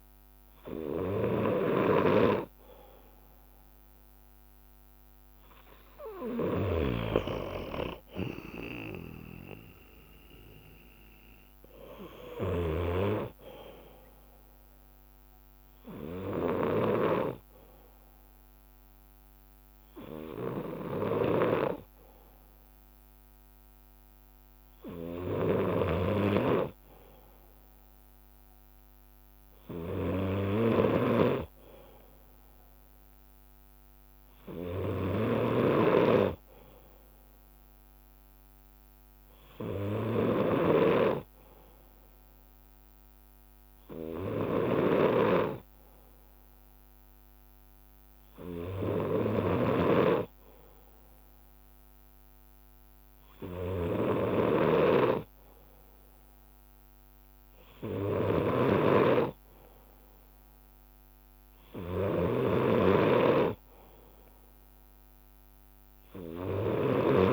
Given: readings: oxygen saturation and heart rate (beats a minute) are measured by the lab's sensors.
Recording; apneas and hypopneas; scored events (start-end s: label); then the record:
breathing in sleep by a microphone on the trachea; none
0.00-4.00 s: leg movement (device-marked)
6.00-15.50 s: leg movement (device-marked)
17.50-42.50 s: bradycardia (device-marked, heart rate 60 before, 58 extreme)
21.50-27.50 s: leg movement (device-marked)
29.50-35.50 s: leg movement (device-marked)
40.00-44.00 s: leg movement (device-marked)
43.50-47.50 s: bradycardia (device-marked, heart rate 60 before, 59 extreme)
46.00-54.00 s: leg movement (device-marked)
54.50-56.50 s: bradycardia (device-marked, heart rate 60 before, 60 extreme)
58.50-64.00 s: leg movement (device-marked)
65.00-67.33 s: leg movement (device-marked)
From the record:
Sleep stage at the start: N2 (light sleep); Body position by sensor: on the left side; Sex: male